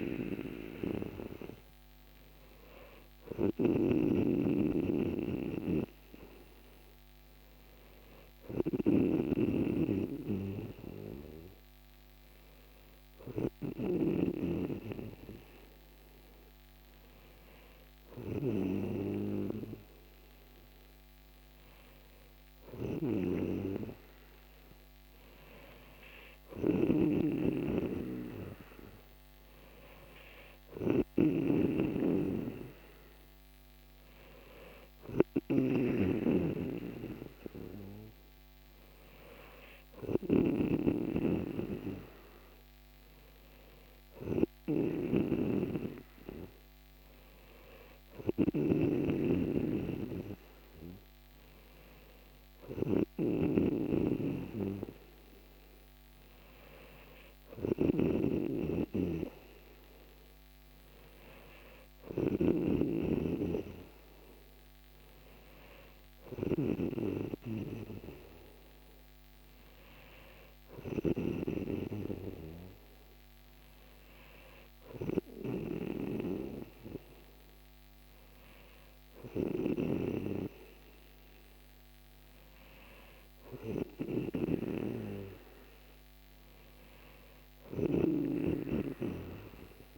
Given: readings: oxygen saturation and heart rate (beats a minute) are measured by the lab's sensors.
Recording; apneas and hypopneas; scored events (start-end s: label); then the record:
breathing in sleep by a microphone on the trachea; none
3.50-14.00 s: snoring (device-marked)
23.00-71.50 s: snoring (device-marked)
87.50-89.98 s: snoring (device-marked)
From the record:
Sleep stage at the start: N3 (deep sleep); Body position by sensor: on the back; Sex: male